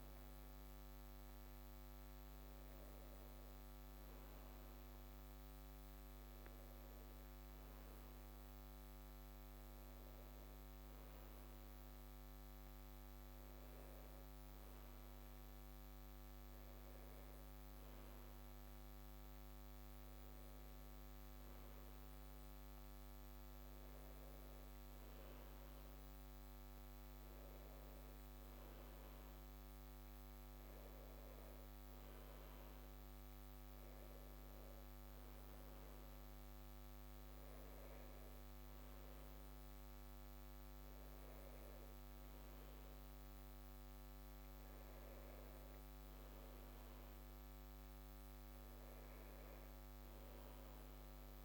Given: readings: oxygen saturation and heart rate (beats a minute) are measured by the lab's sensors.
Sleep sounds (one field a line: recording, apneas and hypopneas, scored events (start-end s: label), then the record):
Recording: breathing in sleep, hard to hear, by a microphone on the trachea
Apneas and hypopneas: none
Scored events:
none scored
From the record:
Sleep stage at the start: N1 (lightest sleep)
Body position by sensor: on the back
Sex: male